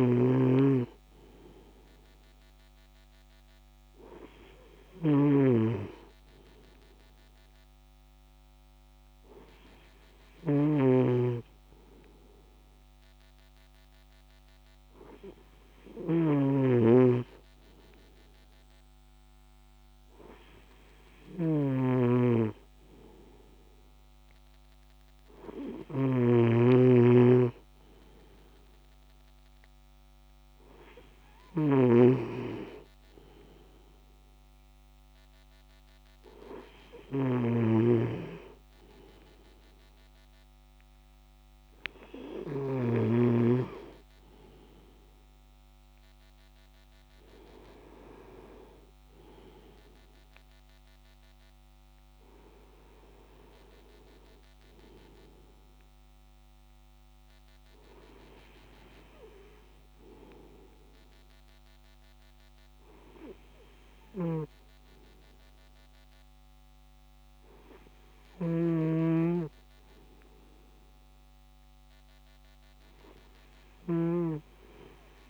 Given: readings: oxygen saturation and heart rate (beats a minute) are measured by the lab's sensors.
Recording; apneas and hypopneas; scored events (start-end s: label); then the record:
breathing in sleep by a microphone on the trachea; none
0.00-5.50 s: snoring (device-marked)
From the record:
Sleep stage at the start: N2 (light sleep); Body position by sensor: on the right side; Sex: male